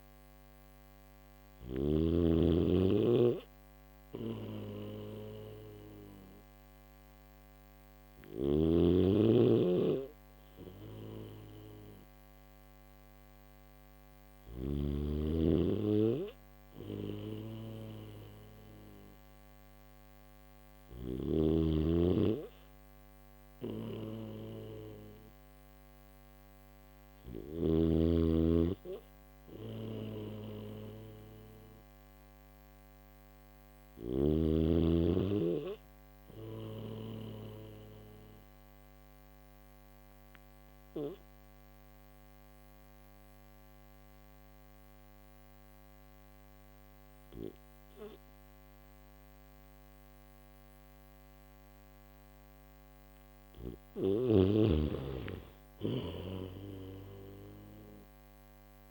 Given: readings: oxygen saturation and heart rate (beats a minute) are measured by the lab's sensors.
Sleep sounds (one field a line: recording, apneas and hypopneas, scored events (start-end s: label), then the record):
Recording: breathing in sleep by a microphone on the trachea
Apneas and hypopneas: none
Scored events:
7.50-14.00 s: snoring (device-marked)
20.00-27.00 s: snoring (device-marked)
33.00-36.50 s: snoring (device-marked)
53.50-58.91 s: snoring (device-marked)
From the record:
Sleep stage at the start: N1 (lightest sleep)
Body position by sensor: on the back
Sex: male